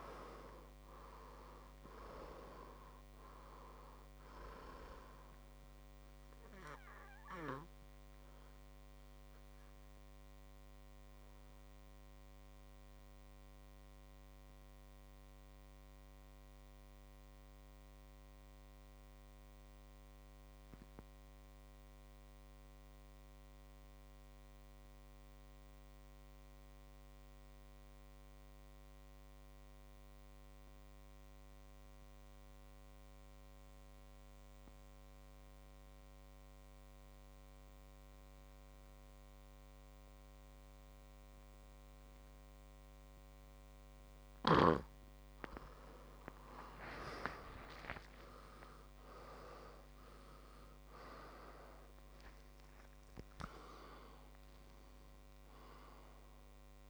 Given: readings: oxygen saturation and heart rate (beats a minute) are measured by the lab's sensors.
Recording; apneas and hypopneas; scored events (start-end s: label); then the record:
breathing in sleep by a microphone on the trachea; 1
0.00-1.50 s: arousal
0.00-22.50 s: oxygen desaturation (device-marked, oxygen 88% lowest, heart rate 54 extreme)
9.00-43.50 s: obstructive apnea (oxygen 100% before, 84% lowest, heart rate 61 before, 49 extreme, up 13 after)
36.50-56.90 s: oxygen desaturation (device-marked, oxygen 100% before, 84% lowest, heart rate 58 before, 49 extreme)
46.00-51.00 s: arousal
From the record:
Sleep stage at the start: N2 (light sleep); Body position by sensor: on the back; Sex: male